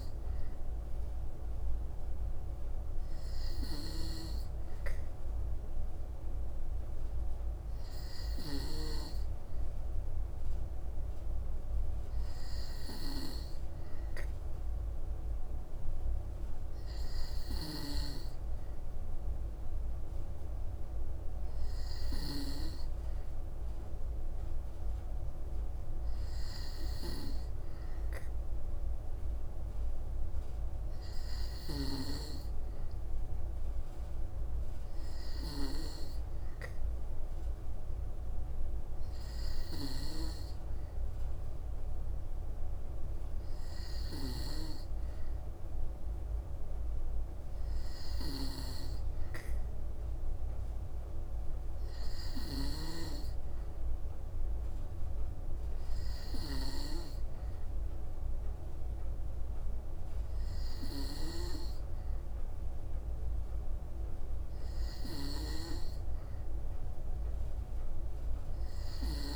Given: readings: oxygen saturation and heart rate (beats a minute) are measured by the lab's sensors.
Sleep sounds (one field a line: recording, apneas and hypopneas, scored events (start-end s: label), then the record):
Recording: breathing in sleep by a room microphone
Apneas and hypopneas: none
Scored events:
none scored
From the record:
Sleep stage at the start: N2 (light sleep)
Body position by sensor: on the back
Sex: female